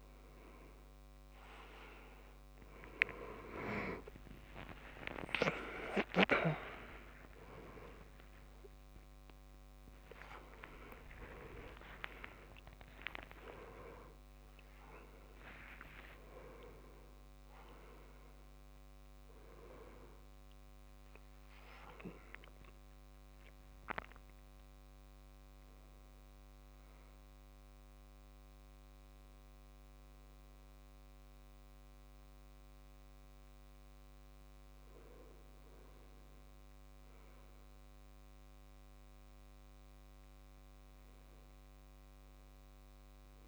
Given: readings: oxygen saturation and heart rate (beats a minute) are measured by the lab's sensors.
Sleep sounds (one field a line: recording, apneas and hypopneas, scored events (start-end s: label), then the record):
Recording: a person partly awake in a sleep study, by a microphone on the trachea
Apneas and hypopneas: none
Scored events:
7.50-13.50 s: tachycardia (device-marked, heart rate 70 before, 112 extreme)
10.50-12.50 s: long interval between heartbeats (device-marked, heart rate 76 before, 107 extreme)
21.50-43.48 s: new sleep stage, N2 (light sleep)
From the record:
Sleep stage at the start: awake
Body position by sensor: on the left side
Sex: male